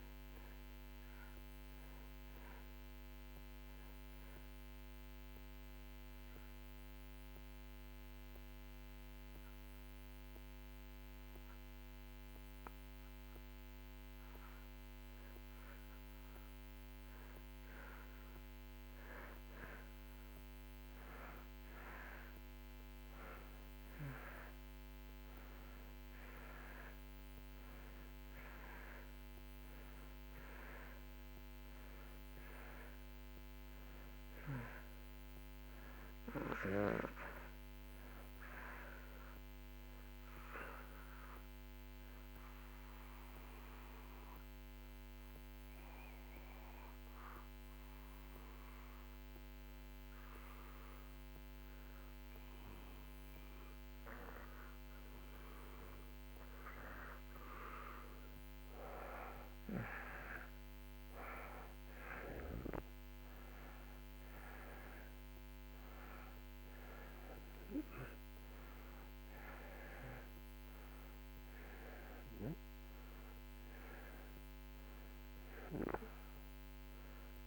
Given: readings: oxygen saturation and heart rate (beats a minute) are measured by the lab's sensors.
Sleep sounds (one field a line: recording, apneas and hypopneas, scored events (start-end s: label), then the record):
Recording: breathing in sleep by a microphone on the trachea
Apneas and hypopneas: 2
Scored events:
0.00-13.50 s: oxygen desaturation (device-marked, oxygen 85% lowest)
5.00-16.00 s: obstructive apnea (oxygen 95% before, 86% lowest)
19.00-23.00 s: arousal
33.50-52.50 s: oxygen desaturation (device-marked, oxygen 95% before, 88% lowest)
42.50-56.00 s: obstructive apnea (oxygen 95% before, 85% lowest)
58.50-63.50 s: arousal
70.50-77.47 s: oxygen desaturation (device-marked, oxygen 94% before, 85% lowest)
From the record:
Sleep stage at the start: N2 (light sleep)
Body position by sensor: on the back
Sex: male